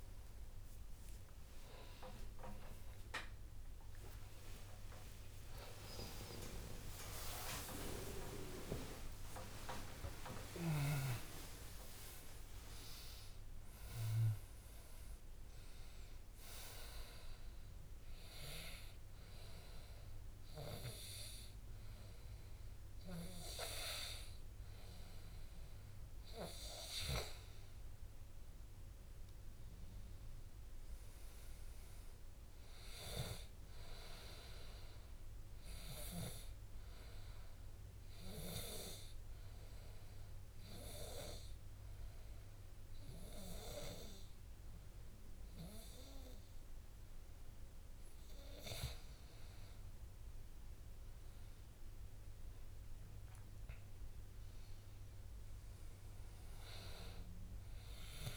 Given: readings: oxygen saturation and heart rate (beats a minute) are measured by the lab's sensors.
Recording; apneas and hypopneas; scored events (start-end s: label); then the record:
breathing in sleep by a room microphone; 1
1.00-3.00 s: long interval between heartbeats (device-marked, heart rate 66 before, 89 extreme)
2.00-11.00 s: tachycardia (device-marked, heart rate 63 before, 157 extreme)
5.00-11.00 s: arousal
6.00-8.00 s: long interval between heartbeats (device-marked, heart rate 75 before, 115 extreme)
10.00-12.00 s: long interval between heartbeats (device-marked, heart rate 88 before, 157 extreme)
12.00-14.00 s: long interval between heartbeats (device-marked, heart rate 97 before, 119 extreme)
14.50-16.50 s: long interval between heartbeats (device-marked, heart rate 104 before, 96 extreme)
31.50-35.50 s: arousal
37.00-48.00 s: obstructive apnea (oxygen 99% before, 95% lowest, heart rate 30 before, 55 extreme, up 10 after)
52.00-55.50 s: arousal
From the record:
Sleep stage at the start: N2 (light sleep); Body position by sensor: on the back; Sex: male